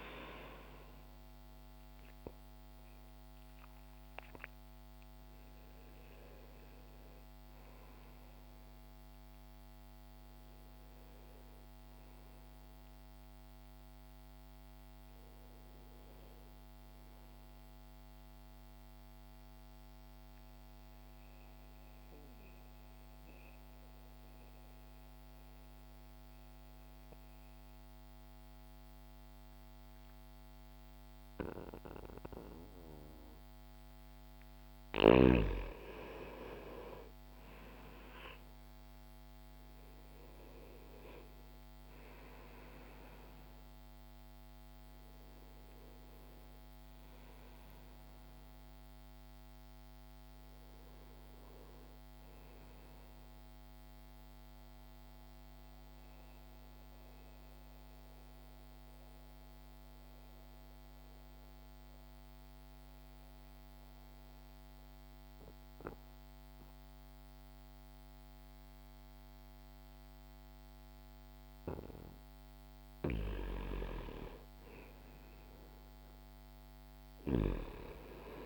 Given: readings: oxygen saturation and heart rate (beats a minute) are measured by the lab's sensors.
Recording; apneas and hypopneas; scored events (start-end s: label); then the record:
a person partly awake in a sleep study, by a microphone on the trachea; 2
12.00-78.46 s: new sleep stage, N2 (light sleep)
18.50-34.00 s: central apnea (oxygen 92% before, 92% lowest)
36.50-40.00 s: arousal
41.00-71.00 s: oxygen desaturation (device-marked, oxygen 98% before, 92% lowest)
54.00-71.00 s: central apnea (oxygen 98% before, 89% lowest)
72.50-77.00 s: arousal
73.00-77.00 s: snoring (device-marked)
From the record:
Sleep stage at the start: awake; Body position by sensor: on the back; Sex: male